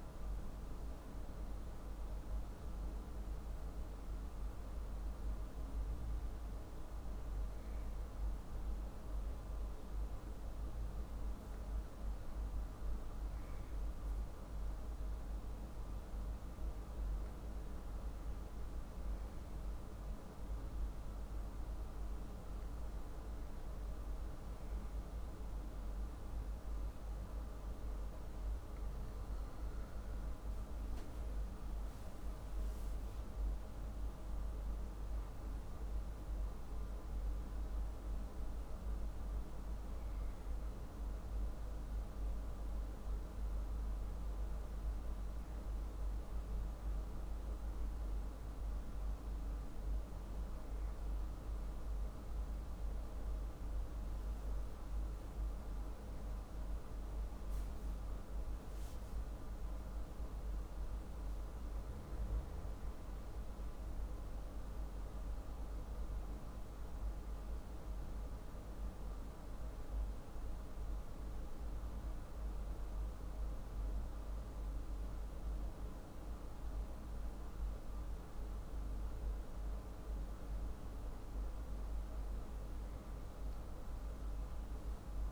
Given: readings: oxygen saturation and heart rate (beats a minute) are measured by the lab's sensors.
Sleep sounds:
breathing in sleep, hard to hear, by a room microphone; none
none scored
From the record:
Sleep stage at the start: N2 (light sleep); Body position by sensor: on the back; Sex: male

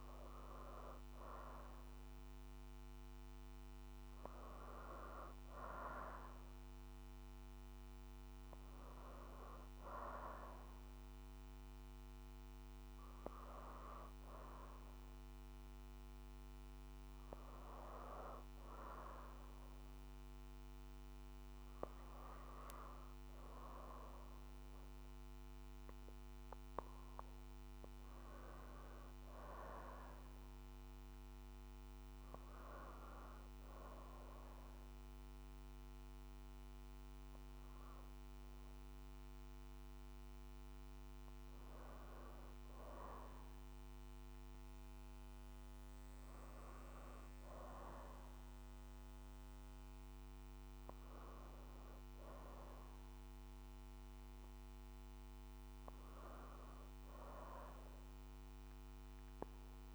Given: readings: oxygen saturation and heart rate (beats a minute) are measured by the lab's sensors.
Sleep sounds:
breathing in sleep by a microphone on the trachea; none
none scored
From the record:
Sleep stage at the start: N2 (light sleep); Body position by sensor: on the back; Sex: female

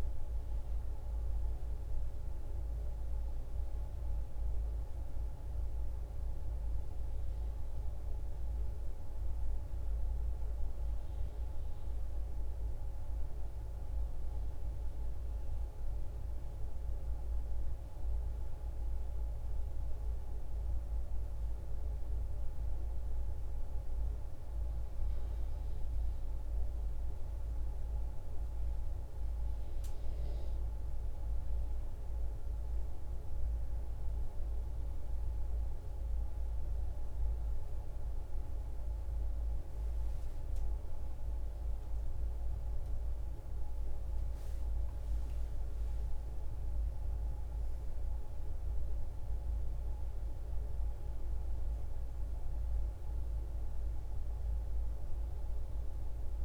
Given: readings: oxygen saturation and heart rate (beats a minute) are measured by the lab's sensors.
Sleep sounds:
a person awake in a sleep study, hard to hear, by a room microphone; none
none scored
From the record:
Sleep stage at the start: awake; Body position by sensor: on the right side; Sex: female

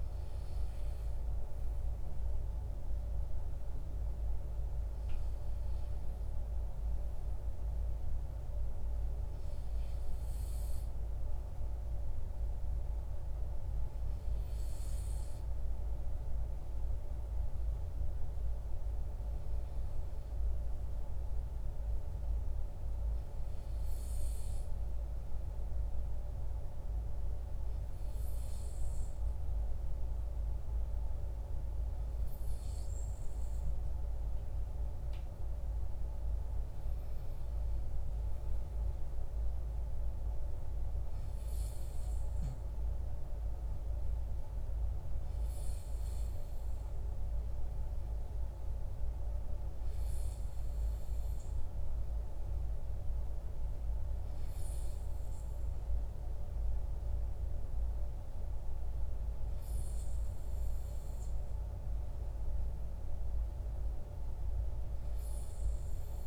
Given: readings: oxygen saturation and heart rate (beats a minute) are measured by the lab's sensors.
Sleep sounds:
breathing in sleep, hard to hear, by a room microphone; none
none scored
From the record:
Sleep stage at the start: N2 (light sleep); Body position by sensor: on the back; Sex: male

